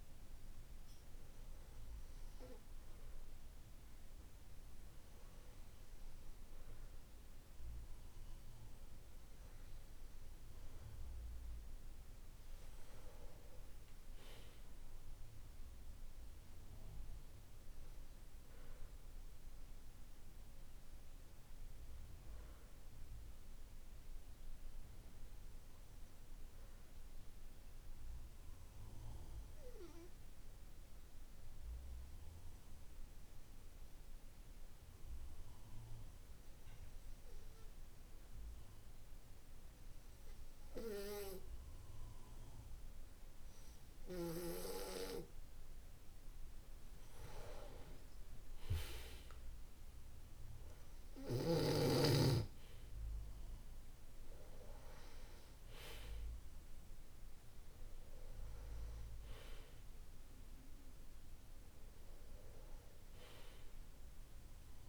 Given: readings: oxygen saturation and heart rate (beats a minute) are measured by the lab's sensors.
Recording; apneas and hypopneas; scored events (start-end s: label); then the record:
breathing in sleep by a room microphone; 1
23.00-46.00 s: obstructive apnea (oxygen 96% before, 93% lowest, heart rate 51 before, 49 extreme, up 14 after)
48.00-51.50 s: arousal
From the record:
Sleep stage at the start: N2 (light sleep); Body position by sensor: on the back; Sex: male